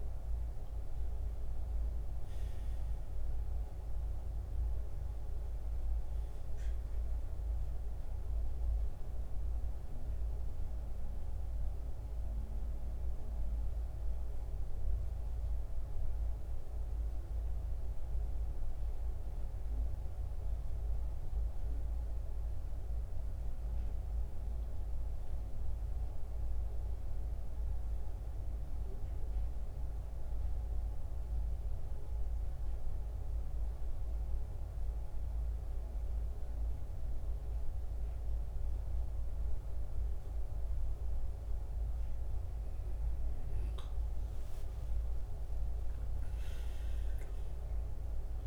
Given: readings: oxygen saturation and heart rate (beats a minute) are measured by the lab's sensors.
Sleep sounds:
breathing in sleep, hard to hear, by a room microphone; 1
6.00-30.00 s: oxygen desaturation (device-marked, oxygen 91% before, 87% lowest, heart rate 81 before, 61 extreme)
18.50-22.00 s: arousal
26.00-41.50 s: central apnea (oxygen 91% before, 87% lowest, heart rate 73 before, 61 extreme, up 17 after)
44.00-48.47 s: arousal
From the record:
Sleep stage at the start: N2 (light sleep); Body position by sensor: on the back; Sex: male

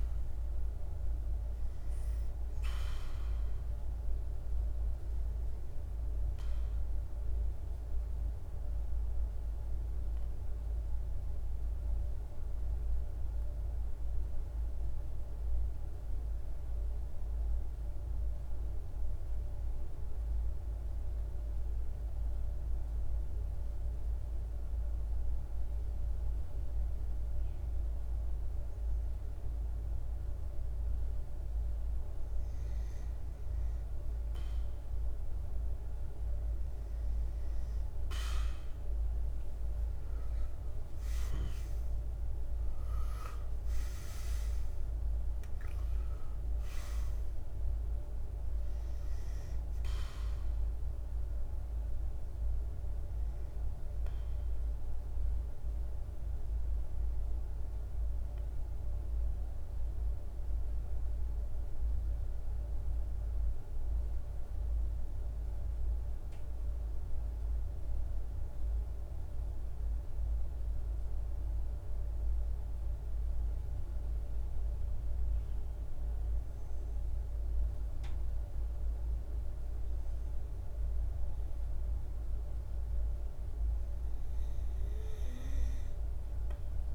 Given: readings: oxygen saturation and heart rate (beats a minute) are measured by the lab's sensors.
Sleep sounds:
breathing in sleep, hard to hear, by a room microphone; 2
0.00-12.00 s: oxygen desaturation (device-marked, oxygen 90% lowest, heart rate 49 extreme)
8.50-31.00 s: mixed apnea (oxygen 98% before, 91% lowest, heart rate 69 before, 50 extreme, up 4 after)
34.00-63.00 s: oxygen desaturation (device-marked, oxygen 98% before, 91% lowest, heart rate 51 before, 49 extreme)
35.50-39.50 s: arousal
57.50-82.50 s: mixed apnea (oxygen 98% before, 89% lowest, heart rate 58 before, 49 extreme, up 1 after)
81.00-86.95 s: oxygen desaturation (device-marked, oxygen 98% before, 89% lowest, heart rate 50 before, 50 extreme)
From the record:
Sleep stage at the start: N2 (light sleep); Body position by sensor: on the back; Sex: male

